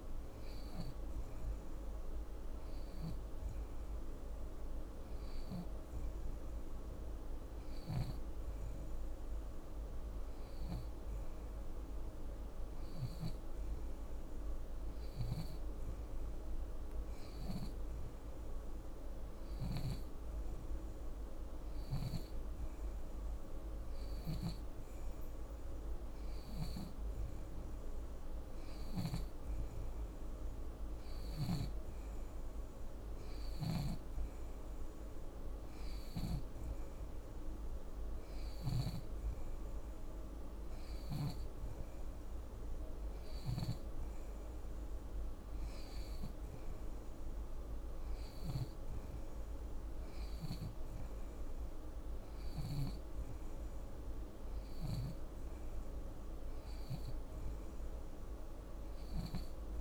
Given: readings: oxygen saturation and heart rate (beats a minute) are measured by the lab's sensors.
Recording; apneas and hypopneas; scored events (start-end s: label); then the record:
breathing in sleep, hard to hear, by a room microphone; none
7.00-13.00 s: snoring (device-marked)
19.00-24.00 s: snoring (device-marked)
From the record:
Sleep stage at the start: N2 (light sleep); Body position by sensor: on the back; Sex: female